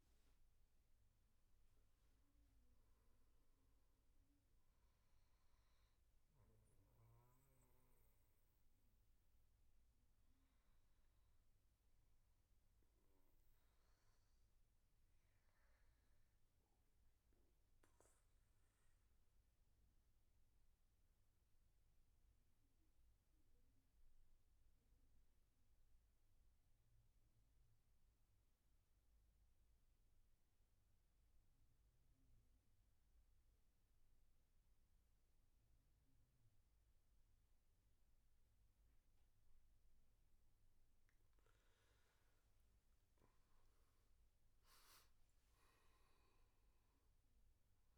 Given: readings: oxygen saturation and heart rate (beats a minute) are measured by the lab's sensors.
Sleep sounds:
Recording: breathing in sleep, hard to hear, by a room microphone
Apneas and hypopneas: 1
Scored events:
1.50-13.50 s: oxygen desaturation (device-marked, oxygen 97% before, 94% lowest, heart rate 71 before, 68 extreme)
16.00-40.00 s: mixed apnea (oxygen 98% before, 89% lowest, heart rate 75 before, 66 extreme, up 17 after)
31.50-47.98 s: oxygen desaturation (device-marked, oxygen 97% before, 89% lowest, heart rate 74 before, 66 extreme)
42.00-47.50 s: arousal
From the record:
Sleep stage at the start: N2 (light sleep)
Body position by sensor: on the back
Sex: male

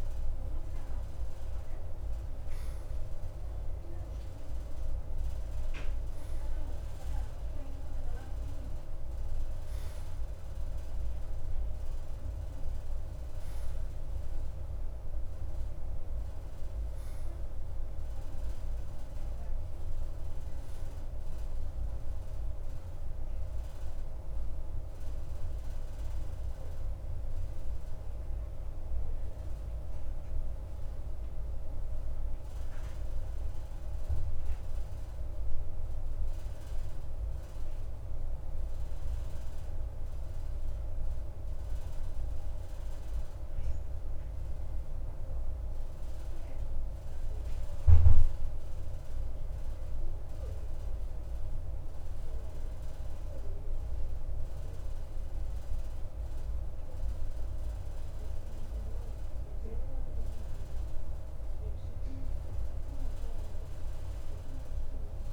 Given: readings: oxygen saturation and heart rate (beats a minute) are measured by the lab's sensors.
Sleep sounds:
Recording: breathing in sleep, hard to hear, by a room microphone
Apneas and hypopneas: 1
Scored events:
34.50-56.50 s: obstructive apnea (oxygen 94% before, 92% lowest, heart rate 54 before, 52 extreme, up 3 after)
60.50-64.00 s: arousal
From the record:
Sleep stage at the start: N2 (light sleep)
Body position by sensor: on the right side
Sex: male

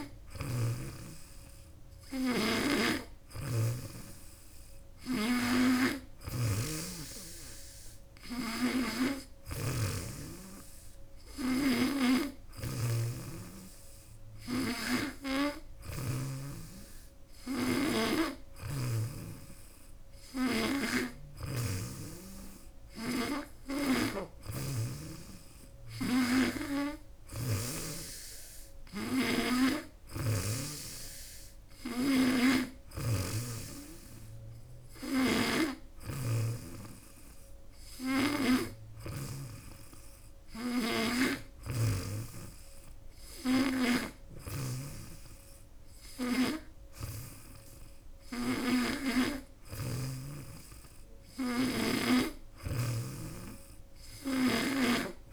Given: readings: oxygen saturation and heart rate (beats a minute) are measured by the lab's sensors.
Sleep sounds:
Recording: breathing in sleep by a room microphone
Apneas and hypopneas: none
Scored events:
0.00-16.00 s: snoring (device-marked)
18.00-21.50 s: snoring (device-marked)
23.50-27.50 s: snoring (device-marked)
34.50-39.00 s: snoring (device-marked)
43.50-49.50 s: snoring (device-marked)
54.00-55.33 s: snoring (device-marked)
From the record:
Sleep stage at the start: N2 (light sleep)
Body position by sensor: on the back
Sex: female

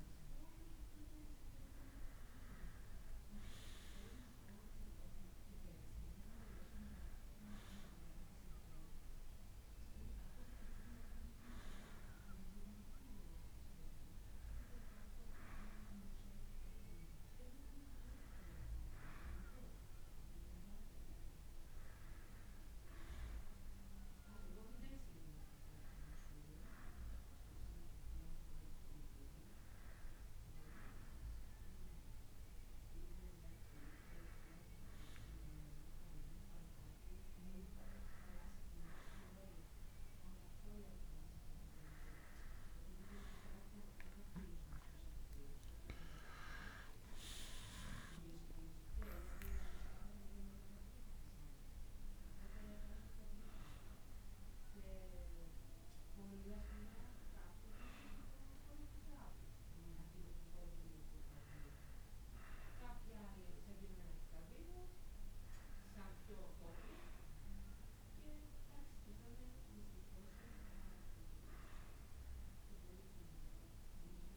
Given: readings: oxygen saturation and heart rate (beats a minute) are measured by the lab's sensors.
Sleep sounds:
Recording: breathing in sleep by a room microphone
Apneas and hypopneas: none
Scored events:
none scored
From the record:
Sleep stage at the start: N1 (lightest sleep)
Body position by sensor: on the back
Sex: male

